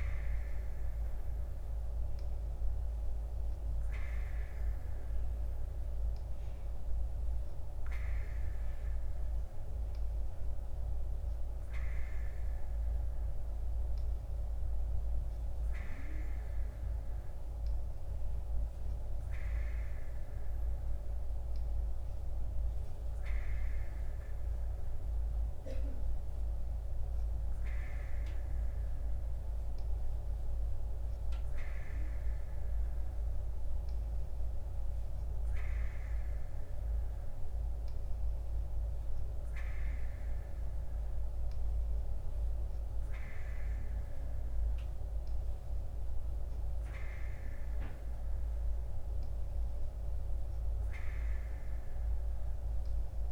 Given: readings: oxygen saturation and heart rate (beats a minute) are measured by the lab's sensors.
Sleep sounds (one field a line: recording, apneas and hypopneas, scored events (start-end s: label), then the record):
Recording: breathing in sleep, hard to hear, by a room microphone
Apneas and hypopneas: none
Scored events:
none scored
From the record:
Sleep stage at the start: N2 (light sleep)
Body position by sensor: on the right side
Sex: female